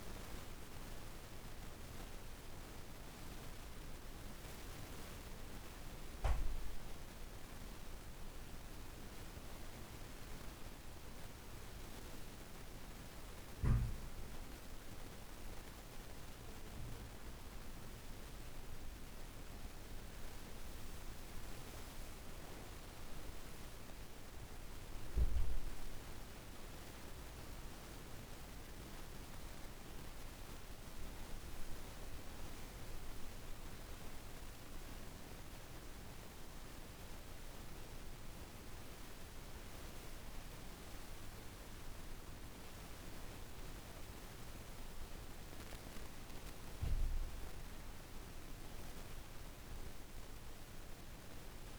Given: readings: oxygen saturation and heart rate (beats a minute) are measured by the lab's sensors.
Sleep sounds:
breathing in sleep, hard to hear, by a room microphone; none
none scored
From the record:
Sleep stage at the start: N2 (light sleep); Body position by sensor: on the back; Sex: female

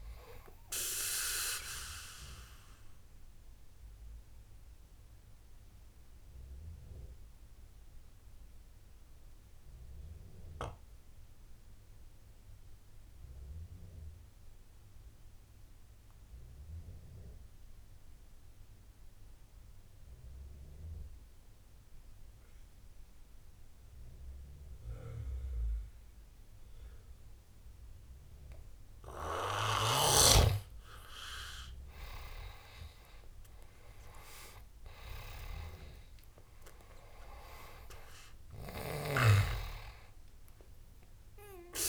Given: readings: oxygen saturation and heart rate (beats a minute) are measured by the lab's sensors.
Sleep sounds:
breathing in sleep by a room microphone; 1
0.00-21.00 s: oxygen desaturation (device-marked, oxygen 88% lowest, heart rate 65 extreme)
2.50-29.50 s: obstructive apnea (oxygen 98% before, 87% lowest, heart rate 77 before, 64 extreme, up 11 after)
31.00-41.89 s: oxygen desaturation (device-marked, oxygen 98% before, 87% lowest, heart rate 71 before, 63 extreme)
31.50-35.00 s: arousal
From the record:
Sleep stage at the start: N2 (light sleep); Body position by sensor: on the back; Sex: male

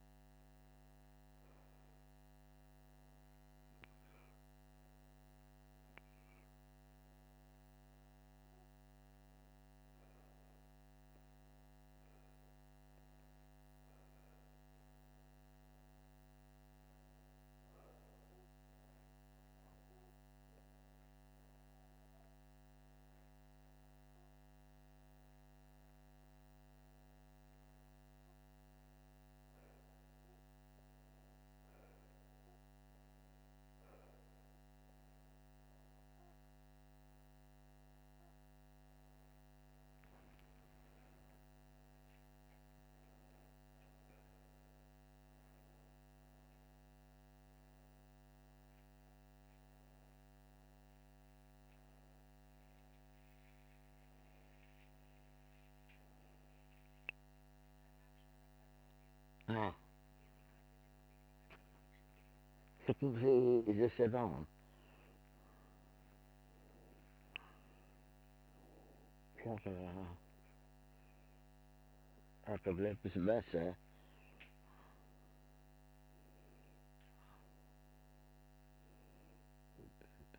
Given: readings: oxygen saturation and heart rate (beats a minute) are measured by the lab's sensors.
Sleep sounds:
a person partly awake in a sleep study, by a microphone on the trachea; none
57.50-80.39 s: new sleep stage, awake
From the record:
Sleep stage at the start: N2 (light sleep); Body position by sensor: upright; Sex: male

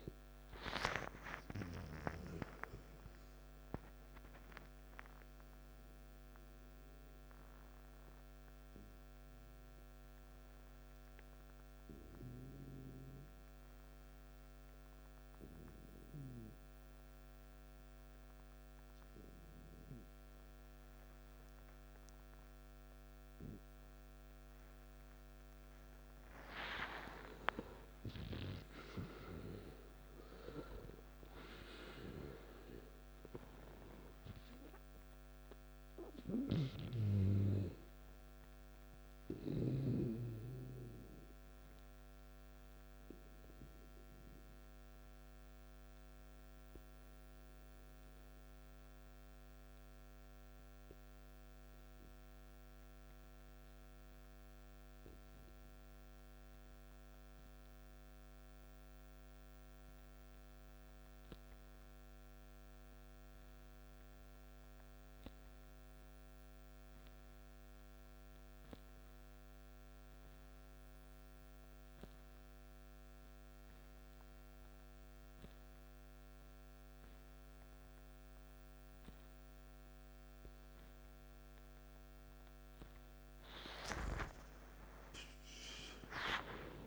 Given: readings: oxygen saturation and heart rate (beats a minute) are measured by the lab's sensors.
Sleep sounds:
breathing in sleep by a microphone on the trachea; 2
0.00-12.00 s: oxygen desaturation (device-marked, oxygen 89% lowest, heart rate 53 extreme)
7.50-25.00 s: hypopnea (oxygen 95% before, 90% lowest, heart rate 61 before, 53 extreme, up 10 after)
26.50-31.00 s: arousal
30.00-53.00 s: oxygen desaturation (device-marked, oxygen 98% before, 93% lowest, heart rate 54 before, 51 extreme)
45.50-82.00 s: obstructive apnea (oxygen 98% before, 86% lowest, heart rate 60 before, 51 extreme, up 11 after)
65.00-86.87 s: oxygen desaturation (device-marked, oxygen 97% before, 86% lowest, heart rate 53 before, 53 extreme)
84.00-86.87 s: arousal
From the record:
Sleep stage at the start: N2 (light sleep); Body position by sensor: on the back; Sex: male

